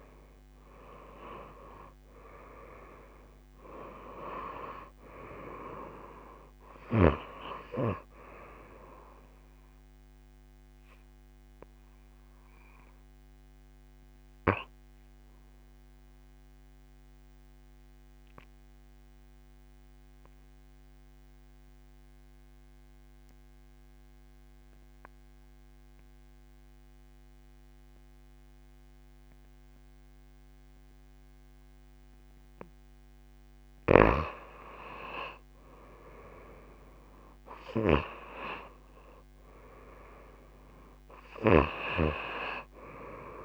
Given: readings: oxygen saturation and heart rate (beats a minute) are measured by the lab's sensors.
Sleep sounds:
breathing in sleep by a microphone on the trachea; 1
0.00-3.50 s: arousal
6.00-28.00 s: oxygen desaturation (device-marked, oxygen 95% before, 90% lowest)
10.50-31.50 s: obstructive apnea (oxygen 97% before, 89% lowest)
35.00-40.00 s: arousal
40.00-43.45 s: oxygen desaturation (device-marked, oxygen 97% before, 89% lowest)
From the record:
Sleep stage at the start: N2 (light sleep); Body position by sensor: on the back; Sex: female

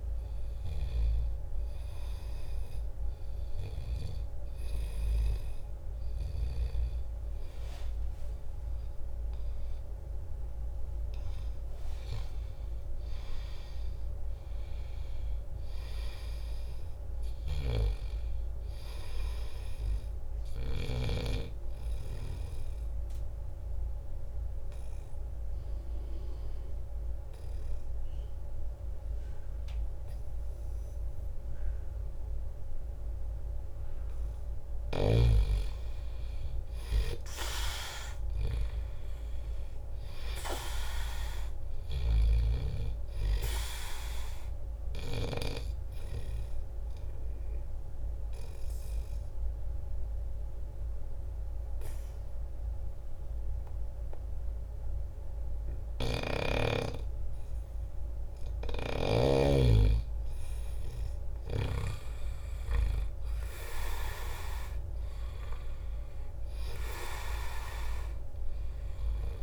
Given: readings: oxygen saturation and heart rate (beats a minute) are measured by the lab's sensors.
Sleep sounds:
breathing in sleep by a room microphone; 2
7.50-11.50 s: arousal
17.50-21.00 s: snoring (device-marked)
21.00-34.50 s: obstructive apnea (oxygen 97% before, 86% lowest, heart rate 87 before, 78 extreme, up 7 after)
23.50-69.43 s: new sleep stage, N2 (light sleep)
36.50-40.00 s: arousal
40.50-54.50 s: oxygen desaturation (device-marked, oxygen 95% before, 87% lowest, heart rate 81 before, 81 extreme)
41.50-45.50 s: snoring (device-marked)
45.50-57.00 s: obstructive apnea (oxygen 95% before, 84% lowest, heart rate 81 before, 79 extreme, up 4 after)
58.50-62.00 s: snoring (device-marked)
59.50-63.50 s: arousal
64.50-69.43 s: oxygen desaturation (device-marked, oxygen 96% before, 86% lowest, heart rate 83 before, 78 extreme)
From the record:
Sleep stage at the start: N1 (lightest sleep); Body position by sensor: on the back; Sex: male

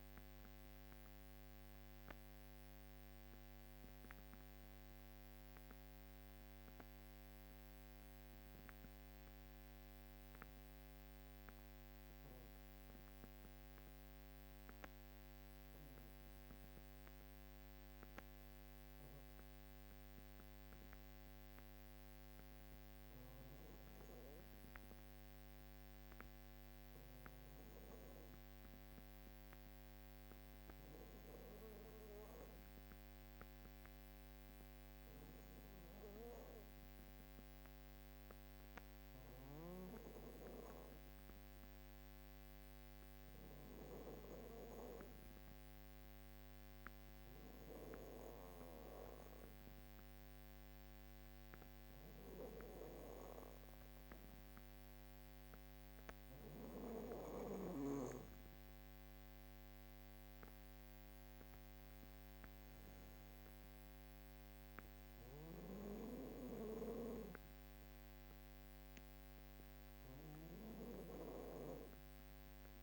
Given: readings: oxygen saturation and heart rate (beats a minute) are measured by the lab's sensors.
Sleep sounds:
breathing in sleep by a microphone on the trachea; 1
25.50-54.00 s: hypopnea (oxygen 96% before, 91% lowest, heart rate 52 before, 51 extreme, up 4 after)
56.00-67.00 s: drop in pulse transit time (device-marked, heart rate 52 before, 53 extreme)
56.50-61.00 s: arousal
61.00-72.83 s: oxygen desaturation (device-marked, oxygen 94% before, 91% lowest, heart rate 53 before, 51 extreme)
From the record:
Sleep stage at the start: N2 (light sleep); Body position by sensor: on the back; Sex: female

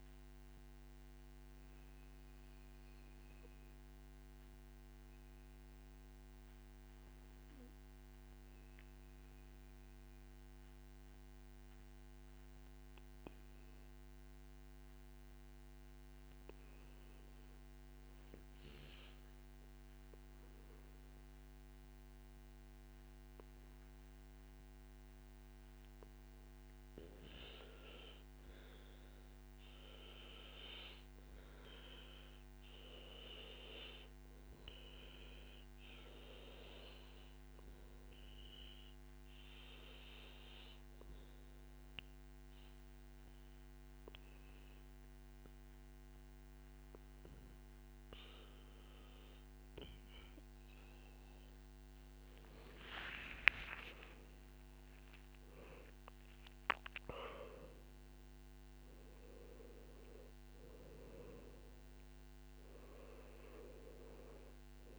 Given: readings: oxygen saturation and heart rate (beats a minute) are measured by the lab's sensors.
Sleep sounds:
breathing in sleep by a microphone on the trachea; 1
41.50-52.50 s: obstructive apnea (oxygen 100% before, 92% lowest, heart rate 57 before, 54 extreme, up 21 after)
47.00-64.99 s: oxygen desaturation (device-marked, oxygen 97% before, 92% lowest, heart rate 60 before, 54 extreme)
53.00-57.00 s: arousal
54.00-56.00 s: long interval between heartbeats (device-marked, heart rate 62 before, 77 extreme)
From the record:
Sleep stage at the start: REM sleep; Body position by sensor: on the back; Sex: male

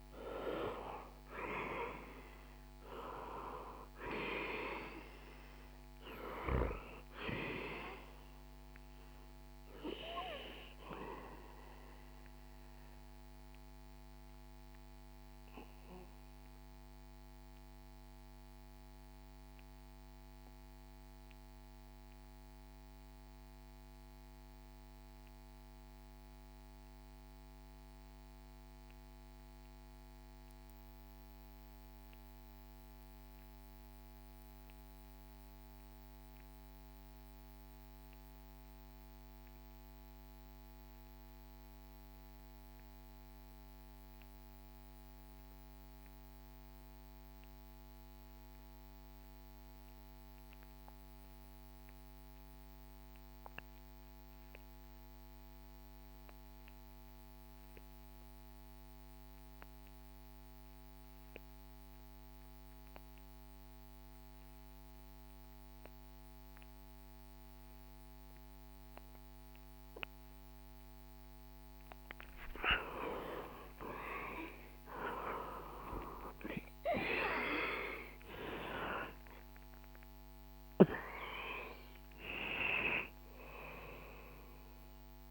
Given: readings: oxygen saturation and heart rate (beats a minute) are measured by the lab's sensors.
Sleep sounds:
breathing in sleep by a microphone on the trachea; 1
0.00-3.00 s: arousal
6.50-24.50 s: oxygen desaturation (device-marked, oxygen 93% before, 87% lowest, heart rate 61 before, 55 extreme)
11.00-71.00 s: mixed apnea (oxygen 95% before, 78% lowest, heart rate 64 before, 55 extreme, up 20 after)
54.50-85.31 s: oxygen desaturation (device-marked, oxygen 96% before, 78% lowest, heart rate 57 before, 59 extreme)
72.50-77.00 s: arousal
From the record:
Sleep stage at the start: REM sleep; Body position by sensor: on the back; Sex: male

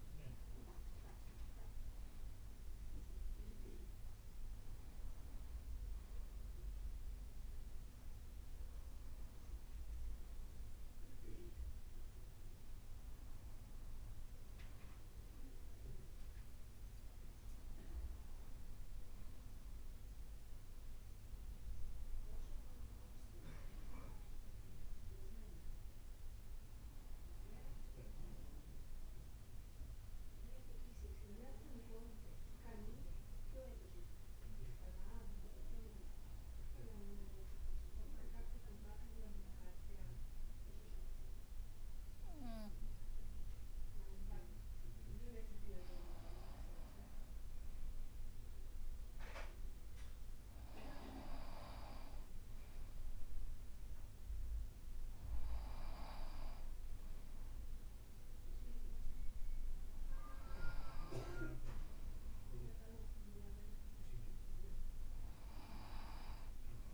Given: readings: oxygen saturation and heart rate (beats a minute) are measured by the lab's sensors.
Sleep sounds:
breathing in sleep by a room microphone; 1
23.50-28.00 s: arousal
32.00-45.00 s: obstructive apnea (oxygen 96% before, 93% lowest, heart rate 61 before, 56 extreme, up 2 after)
41.00-48.00 s: leg movement (device-marked)
45.50-49.50 s: arousal
From the record:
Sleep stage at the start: N2 (light sleep); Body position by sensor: on the right side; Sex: male

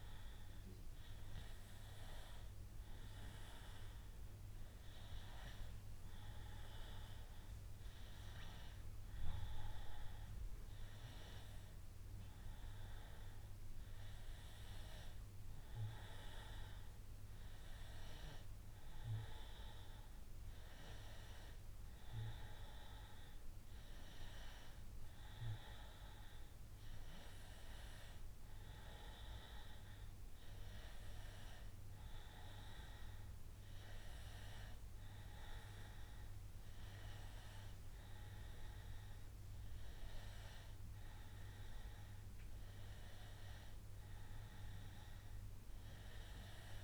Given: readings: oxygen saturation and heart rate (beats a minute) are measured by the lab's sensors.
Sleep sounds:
breathing in sleep by a room microphone; none
41.00-46.84 s: new sleep stage, awake
From the record:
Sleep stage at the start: N1 (lightest sleep); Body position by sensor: on the back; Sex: male

